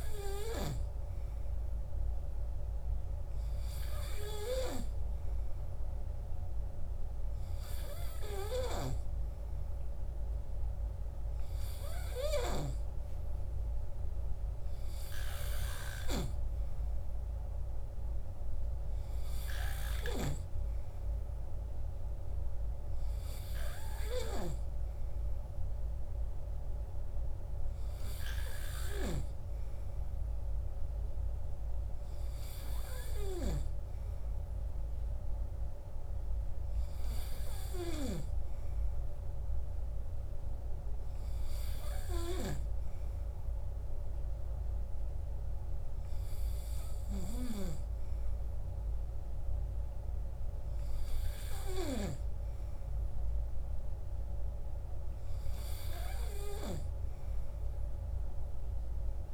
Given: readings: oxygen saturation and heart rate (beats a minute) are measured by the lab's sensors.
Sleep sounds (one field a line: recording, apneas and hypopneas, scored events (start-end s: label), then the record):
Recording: breathing in sleep by a room microphone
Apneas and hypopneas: none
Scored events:
none scored
From the record:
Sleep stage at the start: N3 (deep sleep)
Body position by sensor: on the right side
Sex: male